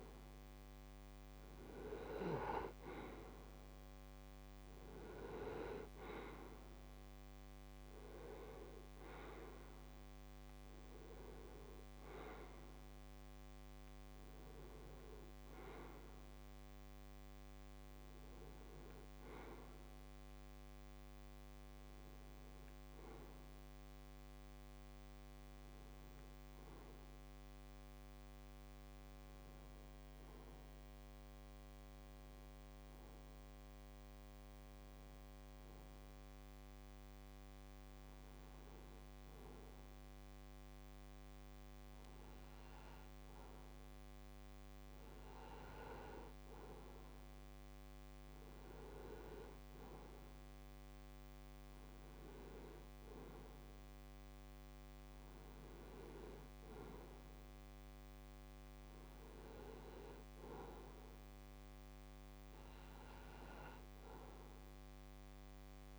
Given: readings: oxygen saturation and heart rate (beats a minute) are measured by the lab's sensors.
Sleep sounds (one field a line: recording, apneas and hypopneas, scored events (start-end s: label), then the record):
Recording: breathing in sleep by a microphone on the trachea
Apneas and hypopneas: 1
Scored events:
1.50-29.50 s: oxygen desaturation (device-marked, oxygen 94% before, 90% lowest)
3.00-7.00 s: arousal
33.50-45.50 s: hypopnea (oxygen 96% before, 90% lowest)
54.50-58.00 s: arousal
From the record:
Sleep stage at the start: N2 (light sleep)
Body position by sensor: on the right side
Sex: male